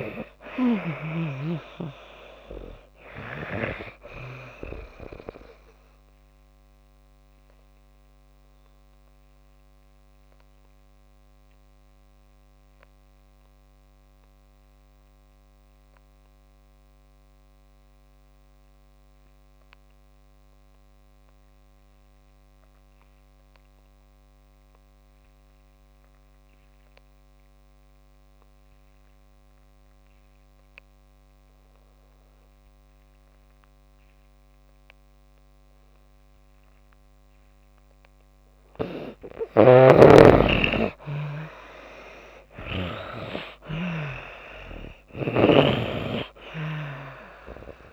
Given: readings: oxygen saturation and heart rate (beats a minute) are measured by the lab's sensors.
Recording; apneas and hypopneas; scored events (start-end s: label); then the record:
breathing in sleep by a microphone on the trachea; 1
6.50-37.00 s: obstructive apnea (oxygen 96% before, 83% lowest)
22.00-31.00 s: oxygen desaturation (device-marked, oxygen 95% before, 89% lowest)
39.00-43.00 s: arousal
42.00-47.93 s: oxygen desaturation (device-marked, oxygen 97% before, 83% lowest)
From the record:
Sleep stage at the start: N2 (light sleep); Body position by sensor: on the back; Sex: female